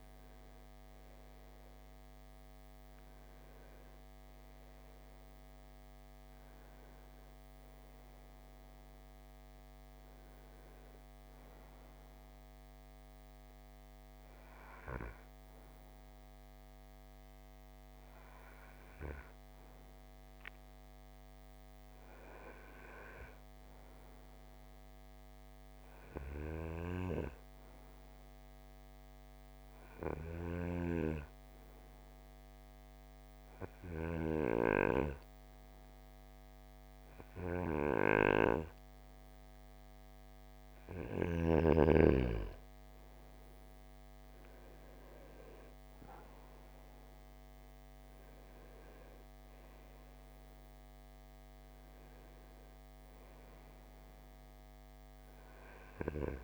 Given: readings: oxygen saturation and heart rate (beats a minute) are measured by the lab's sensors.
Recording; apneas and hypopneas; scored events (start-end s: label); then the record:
breathing in sleep by a microphone on the trachea; 1
0.00-2.00 s: arousal
16.00-39.00 s: hypopnea (oxygen 97% before, 89% lowest, heart rate 62 before, 57 extreme, up 8 after)
30.00-56.44 s: oxygen desaturation (device-marked, oxygen 95% before, 89% lowest, heart rate 58 before, 54 extreme)
42.00-46.50 s: arousal
From the record:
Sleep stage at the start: N2 (light sleep); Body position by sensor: on the right side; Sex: male